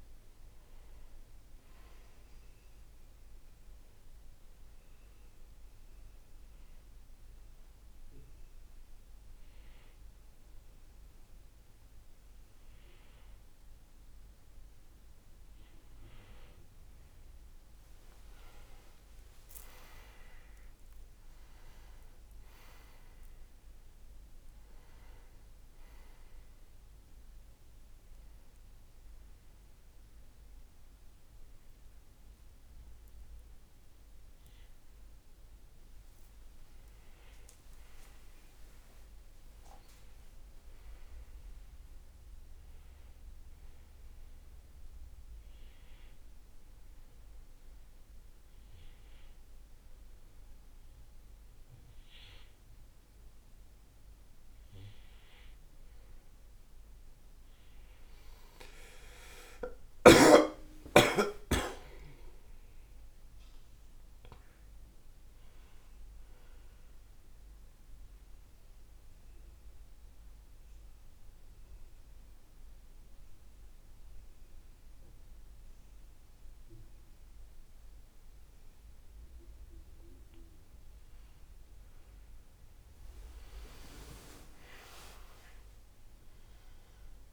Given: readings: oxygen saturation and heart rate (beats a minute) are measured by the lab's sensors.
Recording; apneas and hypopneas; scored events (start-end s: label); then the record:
breathing in sleep by a room microphone; 4
0.00-9.00 s: oxygen desaturation (device-marked, oxygen 97% before, 92% lowest, heart rate 70 before, 55 extreme)
4.00-16.00 s: obstructive apnea (oxygen 97% before, 91% lowest, heart rate 71 before, 55 extreme, up 15 after)
18.00-22.00 s: arousal
23.00-36.00 s: oxygen desaturation (device-marked, oxygen 96% before, 91% lowest, heart rate 62 before, 55 extreme)
27.50-37.50 s: obstructive apnea (oxygen 96% before, 90% lowest, heart rate 61 before, 55 extreme, up 18 after)
39.50-42.00 s: arousal
43.50-56.50 s: hypopnea (oxygen 96% before, 90% lowest, heart rate 63 before, 51 extreme, up 16 after)
60.50-64.50 s: arousal
62.00-75.00 s: oxygen desaturation (device-marked, oxygen 95% before, 91% lowest, heart rate 62 before, 51 extreme)
67.00-80.50 s: mixed apnea (oxygen 96% before, 90% lowest, heart rate 63 before, 51 extreme, up 23 after)
84.00-87.33 s: arousal
From the record:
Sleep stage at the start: N2 (light sleep); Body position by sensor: on the right side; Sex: male